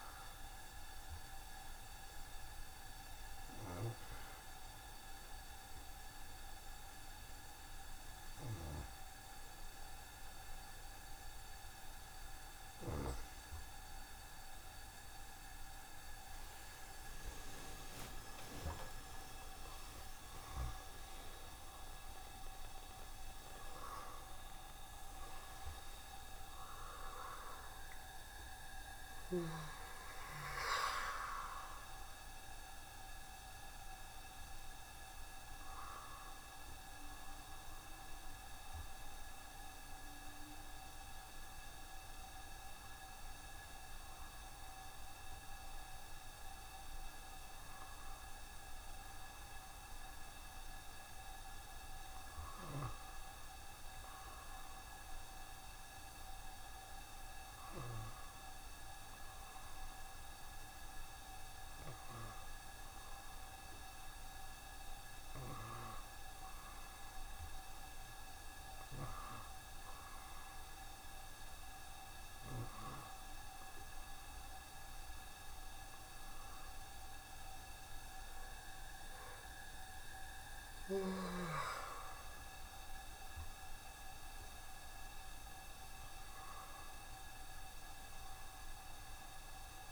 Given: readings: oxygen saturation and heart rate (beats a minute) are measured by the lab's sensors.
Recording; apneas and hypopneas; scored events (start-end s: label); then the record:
a person partly awake in a sleep study, by a room microphone; none
16.00-22.00 s: tachycardia (device-marked, heart rate 75 before, 128 extreme)
18.00-20.00 s: long interval between heartbeats (device-marked, heart rate 70 before, 95 extreme)
20.50-22.50 s: long interval between heartbeats (device-marked, heart rate 71 before, 120 extreme)
38.00-89.92 s: new sleep stage, N1 (lightest sleep)
79.50-84.50 s: arousal
From the record:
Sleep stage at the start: awake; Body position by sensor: on the back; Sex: male